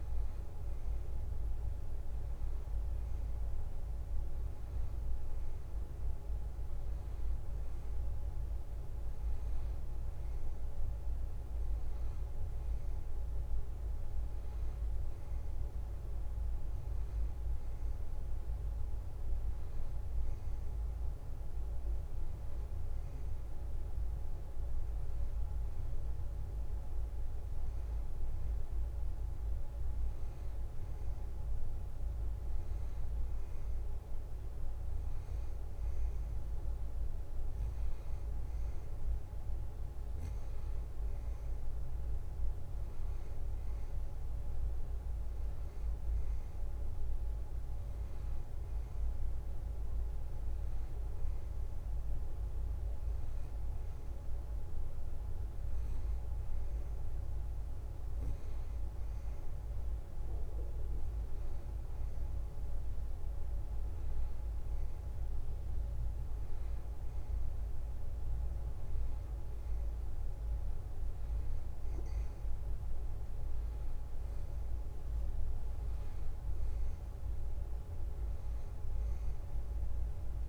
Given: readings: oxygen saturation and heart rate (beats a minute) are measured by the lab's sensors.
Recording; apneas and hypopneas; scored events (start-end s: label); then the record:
breathing in sleep, hard to hear, by a room microphone; none
none scored
From the record:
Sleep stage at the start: N2 (light sleep); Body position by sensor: on the back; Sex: male